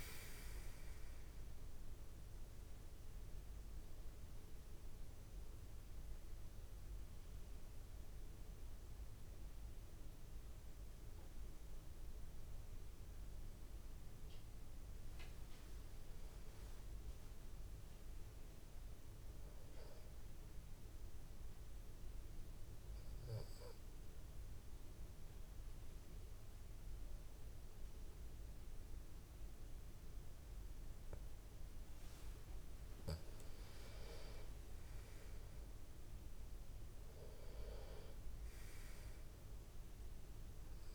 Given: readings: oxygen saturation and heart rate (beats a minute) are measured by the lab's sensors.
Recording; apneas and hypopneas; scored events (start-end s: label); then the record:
breathing in sleep by a room microphone; 2
3.50-21.50 s: oxygen desaturation (device-marked, oxygen 95% before, 92% lowest, heart rate 49 before, 25 extreme)
4.50-14.50 s: central apnea (oxygen 96% before, 92% lowest, heart rate 49 before, 43 extreme, up 21 after)
17.00-21.00 s: arousal
23.50-34.00 s: obstructive apnea (oxygen 97% before, 91% lowest, heart rate 50 before, 25 extreme, up 14 after)
35.50-39.50 s: arousal
From the record:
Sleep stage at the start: N2 (light sleep); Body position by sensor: on the back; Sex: male